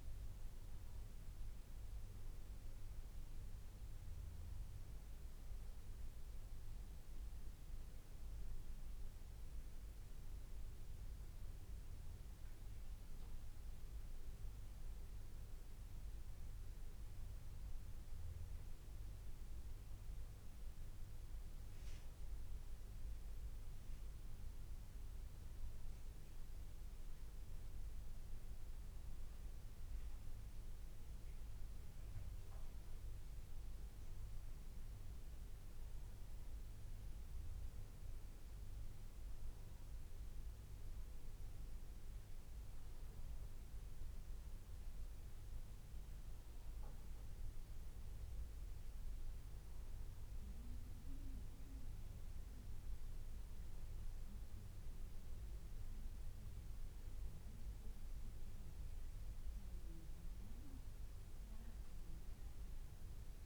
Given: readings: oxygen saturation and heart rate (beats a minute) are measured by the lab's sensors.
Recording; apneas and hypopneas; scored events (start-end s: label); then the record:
breathing in sleep, hard to hear, by a room microphone; none
none scored
From the record:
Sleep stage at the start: N2 (light sleep); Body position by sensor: on the back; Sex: male